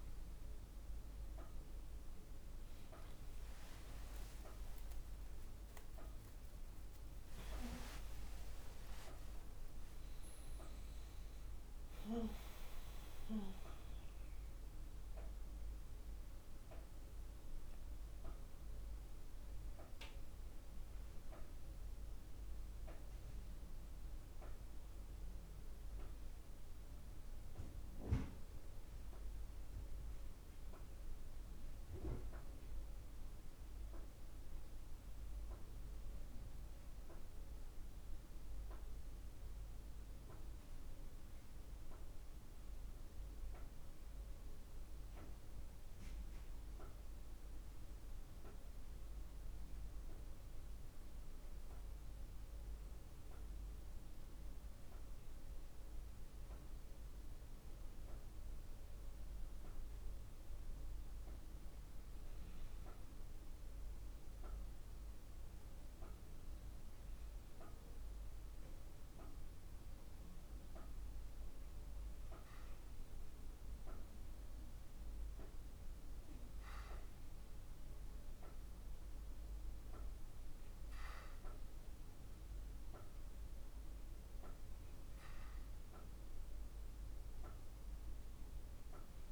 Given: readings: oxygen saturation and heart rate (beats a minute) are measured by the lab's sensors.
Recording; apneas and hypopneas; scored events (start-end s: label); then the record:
a person partly awake in a sleep study, by a room microphone; none
27.50-89.31 s: new sleep stage, N1 (lightest sleep)
From the record:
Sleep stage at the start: awake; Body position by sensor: on the back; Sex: female